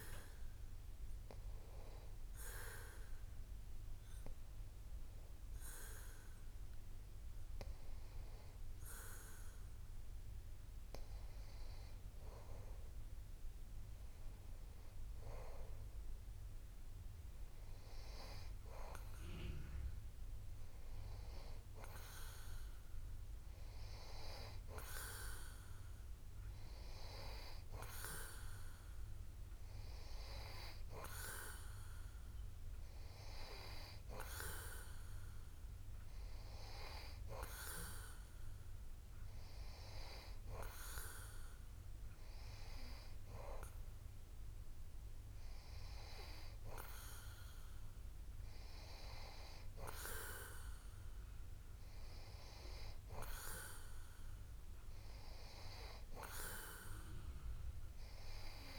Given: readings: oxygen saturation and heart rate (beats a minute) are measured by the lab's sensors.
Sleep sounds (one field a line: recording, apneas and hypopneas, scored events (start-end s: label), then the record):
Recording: breathing in sleep by a room microphone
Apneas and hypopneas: 1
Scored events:
1.50-13.50 s: hypopnea (oxygen 95% before, 91% lowest)
17.00-21.00 s: arousal
24.00-44.00 s: oxygen desaturation (device-marked, oxygen 94% before, 91% lowest)
From the record:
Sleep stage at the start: N2 (light sleep)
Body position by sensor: on the back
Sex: male